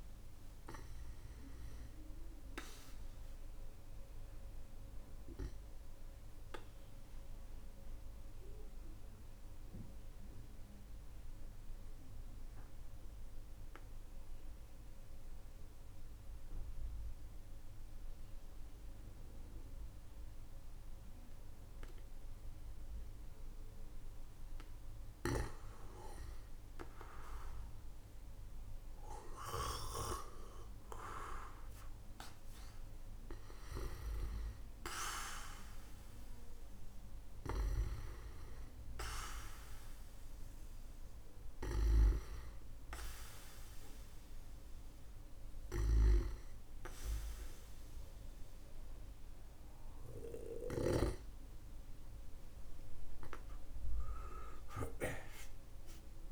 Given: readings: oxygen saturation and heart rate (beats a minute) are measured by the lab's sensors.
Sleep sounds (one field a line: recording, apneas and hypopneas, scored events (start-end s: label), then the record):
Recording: breathing in sleep by a room microphone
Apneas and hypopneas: 1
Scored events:
0.00-1.00 s: arousal
0.00-20.50 s: oxygen desaturation (device-marked, oxygen 93% lowest, heart rate 49 extreme)
3.00-22.50 s: obstructive apnea (oxygen 97% before, 92% lowest, heart rate 59 before, 49 extreme, up 12 after)
25.00-29.50 s: arousal
28.50-56.32 s: oxygen desaturation (device-marked, oxygen 98% before, 92% lowest, heart rate 60 before, 44 extreme)
41.50-46.00 s: snoring (device-marked)
From the record:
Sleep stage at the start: N2 (light sleep)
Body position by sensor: on the back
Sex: male